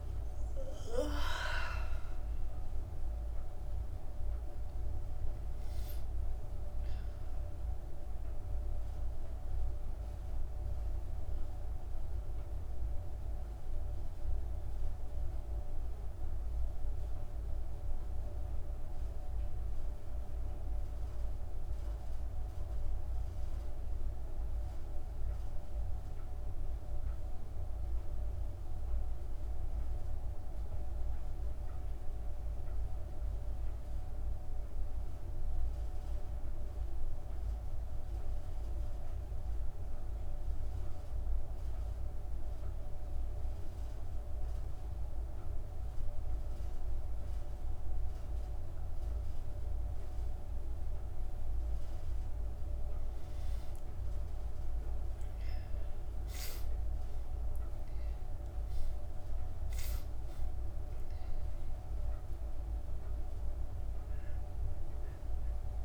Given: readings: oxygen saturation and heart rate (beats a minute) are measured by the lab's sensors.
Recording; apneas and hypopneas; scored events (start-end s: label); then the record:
breathing in sleep, hard to hear, by a room microphone; 1
0.00-1.50 s: arousal
9.00-65.85 s: new sleep stage, N2 (light sleep)
32.50-49.50 s: central apnea (oxygen 99% before, 91% lowest)
51.00-65.85 s: oxygen desaturation (device-marked, oxygen 97% before, 91% lowest, heart rate 40 before, 44 extreme)
53.50-57.50 s: arousal
From the record:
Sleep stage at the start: N1 (lightest sleep); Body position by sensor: on the back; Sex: female